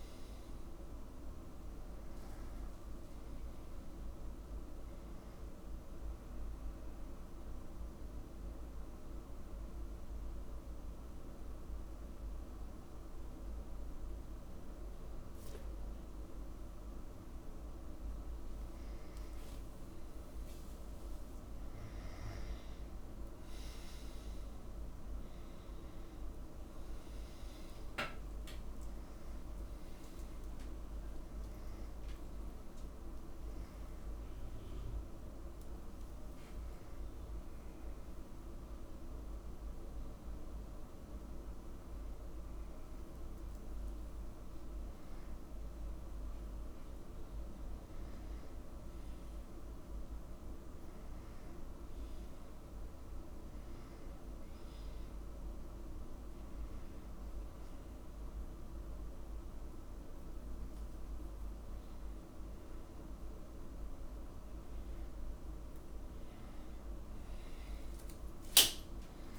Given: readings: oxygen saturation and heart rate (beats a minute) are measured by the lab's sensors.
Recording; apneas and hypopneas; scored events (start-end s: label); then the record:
a person awake in a sleep study, hard to hear, by a room microphone; none
61.50-65.50 s: tachycardia (device-marked, heart rate 61 before, 132 extreme)
67.50-69.39 s: tachycardia (device-marked, heart rate 62 before, 128 extreme)
From the record:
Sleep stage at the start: awake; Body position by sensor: upright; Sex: male